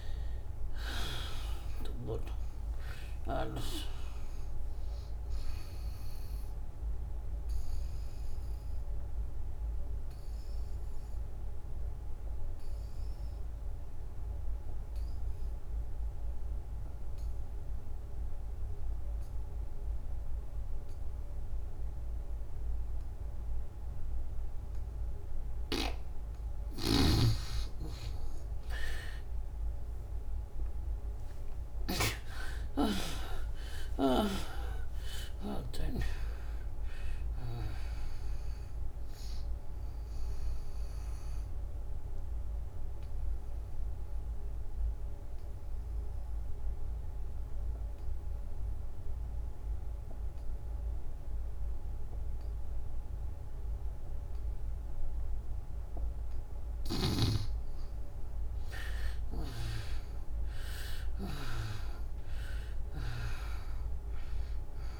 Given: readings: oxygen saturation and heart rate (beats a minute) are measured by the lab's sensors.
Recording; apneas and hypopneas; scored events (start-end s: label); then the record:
breathing in sleep by a room microphone; 2
4.00-27.00 s: oxygen desaturation (device-marked, oxygen 96% before, 74% lowest, heart rate 74 before, 67 extreme)
7.00-24.00 s: obstructive apnea (oxygen 97% before, 74% lowest, heart rate 78 before, 67 extreme, up 10 after)
30.00-34.00 s: arousal
36.00-53.00 s: oxygen desaturation (device-marked, oxygen 95% before, 75% lowest, heart rate 73 before, 66 extreme)
41.00-56.00 s: obstructive apnea (oxygen 95% before, 75% lowest, heart rate 82 before, 66 extreme, up 13 after)
59.00-63.50 s: arousal
59.00-65.00 s: oxygen desaturation (device-marked, oxygen 98% before, 81% lowest, heart rate 77 before, 70 extreme)
From the record:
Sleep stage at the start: N2 (light sleep); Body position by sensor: on the back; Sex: female